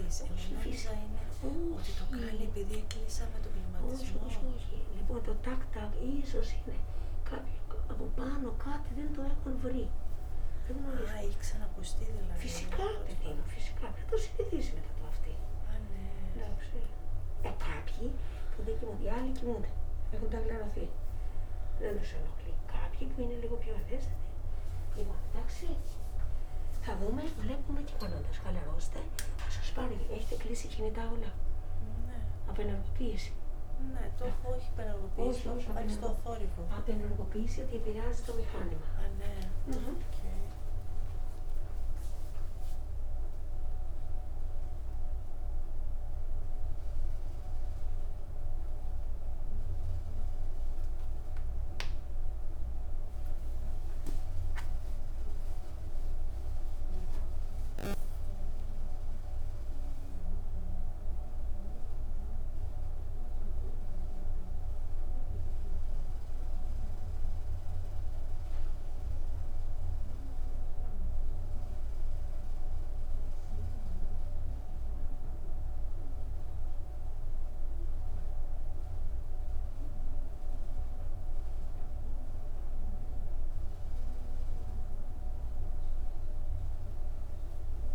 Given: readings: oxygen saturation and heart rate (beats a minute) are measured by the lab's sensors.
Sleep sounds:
a person awake in a sleep study, by a room microphone; none
45.50-52.50 s: oxygen desaturation (device-marked, oxygen 100% before, 96% lowest, heart rate 82 before, 59 extreme)
54.50-84.50 s: new sleep stage, N1 (lightest sleep)
84.50-87.95 s: new sleep stage, awake
From the record:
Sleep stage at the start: awake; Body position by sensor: on the back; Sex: female

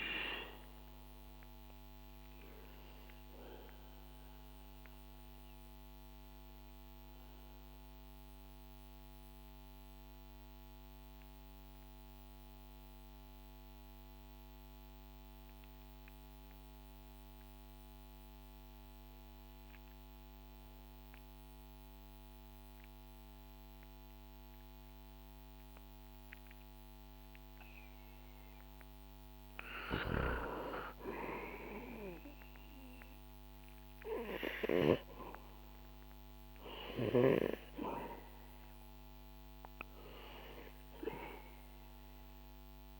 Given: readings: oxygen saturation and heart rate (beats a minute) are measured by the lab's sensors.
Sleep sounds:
breathing in sleep by a microphone on the trachea; 1
0.00-18.00 s: oxygen desaturation (device-marked, oxygen 90% lowest, heart rate 59 extreme)
1.00-29.00 s: obstructive apnea (oxygen 97% before, 90% lowest, heart rate 66 before, 59 extreme, up 3 after)
31.50-35.00 s: arousal
36.00-43.00 s: oxygen desaturation (device-marked, oxygen 97% before, 91% lowest, heart rate 64 before, 59 extreme)
From the record:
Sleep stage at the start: N2 (light sleep); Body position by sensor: on the back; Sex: male

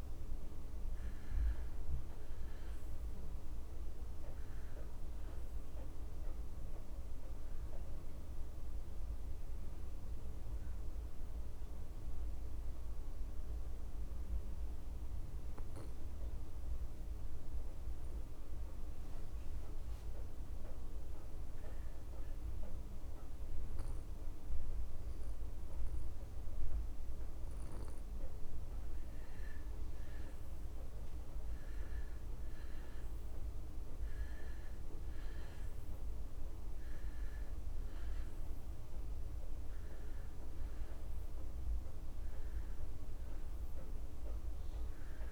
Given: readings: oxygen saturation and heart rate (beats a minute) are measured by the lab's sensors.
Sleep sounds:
breathing in sleep, hard to hear, by a room microphone; 1
0.00-18.00 s: oxygen desaturation (device-marked, oxygen 90% lowest)
10.00-29.50 s: mixed apnea (oxygen 96% before, 85% lowest)
32.50-35.50 s: arousal
33.00-45.32 s: oxygen desaturation (device-marked, oxygen 97% before, 92% lowest)
From the record:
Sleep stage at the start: N2 (light sleep); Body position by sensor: on the back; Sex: male

